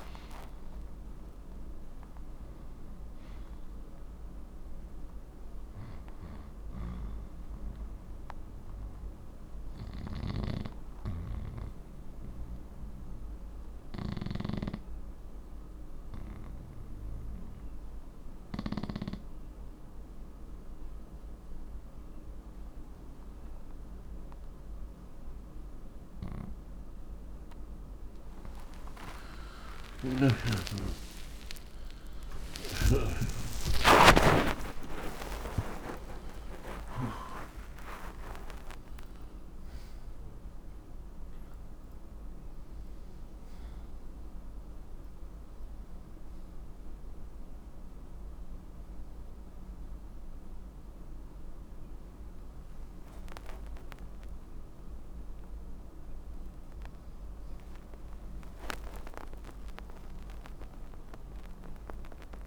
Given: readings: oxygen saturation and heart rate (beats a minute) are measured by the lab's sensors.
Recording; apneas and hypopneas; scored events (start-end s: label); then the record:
breathing in sleep by a room microphone; 1
8.50-19.50 s: oxygen desaturation (device-marked, oxygen 94% before, 89% lowest)
9.50-27.00 s: obstructive apnea (oxygen 96% before, 89% lowest)
30.50-37.00 s: arousal
31.50-47.50 s: oxygen desaturation (device-marked, oxygen 95% before, 91% lowest, heart rate 63 before, 70 extreme)
53.50-62.47 s: new sleep stage, awake
From the record:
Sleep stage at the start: N2 (light sleep); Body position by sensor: on the right side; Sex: male